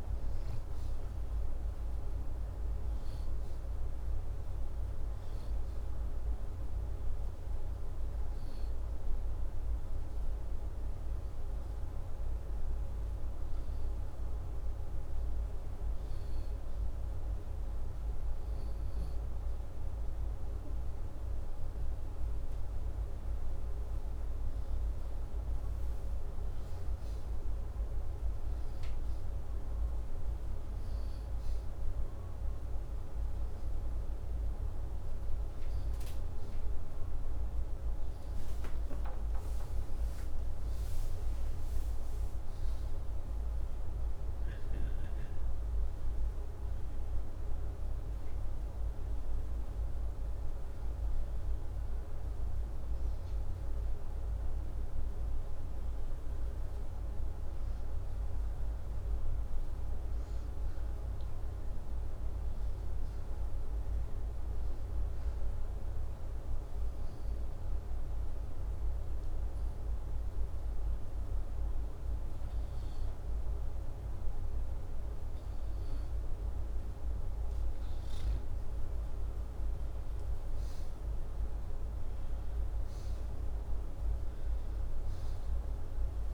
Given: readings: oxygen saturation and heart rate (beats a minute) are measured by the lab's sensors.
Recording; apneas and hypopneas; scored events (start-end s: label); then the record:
breathing in sleep, hard to hear, by a room microphone; 1
39.50-43.50 s: arousal
63.50-74.50 s: hypopnea (oxygen 94% before, 92% lowest, heart rate 83 before, 82 extreme, up 0 after)
78.50-81.00 s: arousal
From the record:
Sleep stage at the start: N2 (light sleep); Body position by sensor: upright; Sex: male